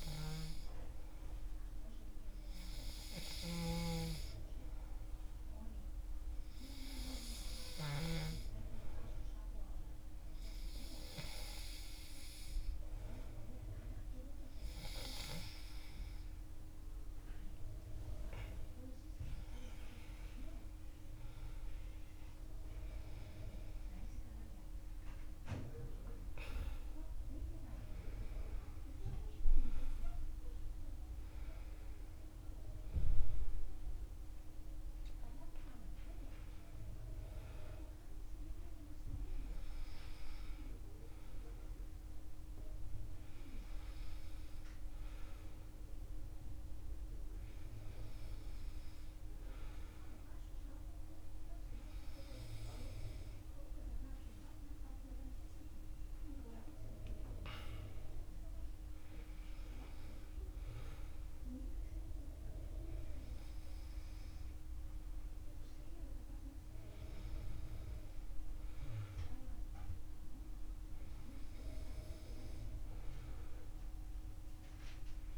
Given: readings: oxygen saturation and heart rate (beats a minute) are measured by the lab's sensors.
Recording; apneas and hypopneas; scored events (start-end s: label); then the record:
breathing in sleep by a room microphone; none
16.50-20.50 s: arousal
16.50-75.37 s: new sleep stage, N2 (light sleep)
From the record:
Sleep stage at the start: N3 (deep sleep); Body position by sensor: on the back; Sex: male